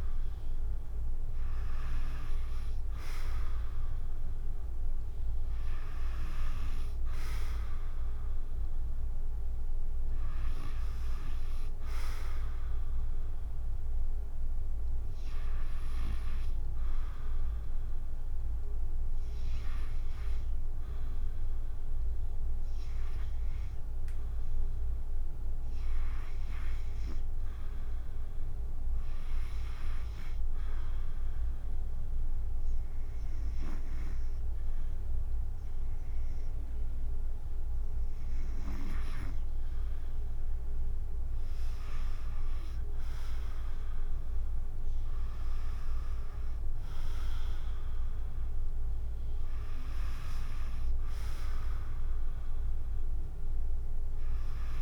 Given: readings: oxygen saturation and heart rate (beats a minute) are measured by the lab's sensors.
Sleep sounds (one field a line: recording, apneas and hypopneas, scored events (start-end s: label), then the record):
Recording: breathing in sleep by a room microphone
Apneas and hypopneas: 1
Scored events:
0.00-3.00 s: arousal
3.50-21.50 s: drop in pulse transit time (device-marked, heart rate 73 before, 71 extreme)
29.50-39.50 s: obstructive apnea (oxygen 96% before, 91% lowest, heart rate 75 before, 70 extreme, up 11 after)
42.50-47.50 s: arousal
44.50-54.82 s: drop in pulse transit time (device-marked, heart rate 73 before, 76 extreme)
50.50-54.82 s: oxygen desaturation (device-marked, oxygen 94% before, 91% lowest, heart rate 75 before, 67 extreme)
From the record:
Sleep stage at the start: REM sleep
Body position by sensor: on the back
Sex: female